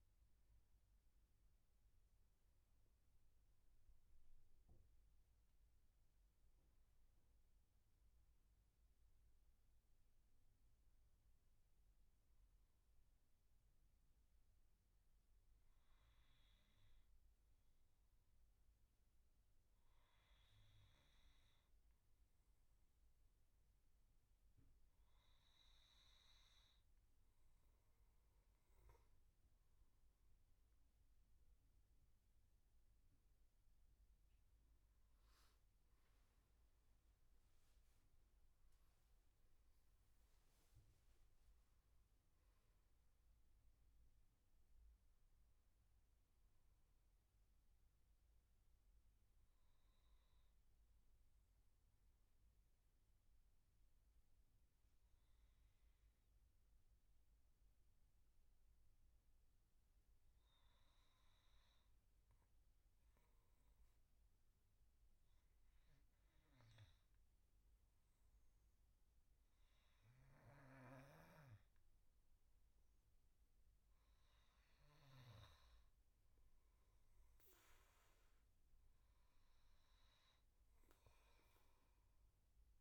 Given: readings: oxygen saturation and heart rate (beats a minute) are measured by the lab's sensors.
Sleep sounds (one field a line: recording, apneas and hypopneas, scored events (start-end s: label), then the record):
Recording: breathing in sleep, hard to hear, by a room microphone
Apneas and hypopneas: 2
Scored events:
11.50-26.50 s: obstructive apnea (oxygen 99% before, 95% lowest, heart rate 76 before, 69 extreme, up 2 after)
11.50-82.81 s: new sleep stage, N2 (light sleep)
30.00-34.50 s: arousal
48.50-70.50 s: obstructive apnea (oxygen 97% before, 93% lowest, heart rate 78 before, 73 extreme, up 1 after)
72.00-76.50 s: arousal
From the record:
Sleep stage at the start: N1 (lightest sleep)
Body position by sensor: on the back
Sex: male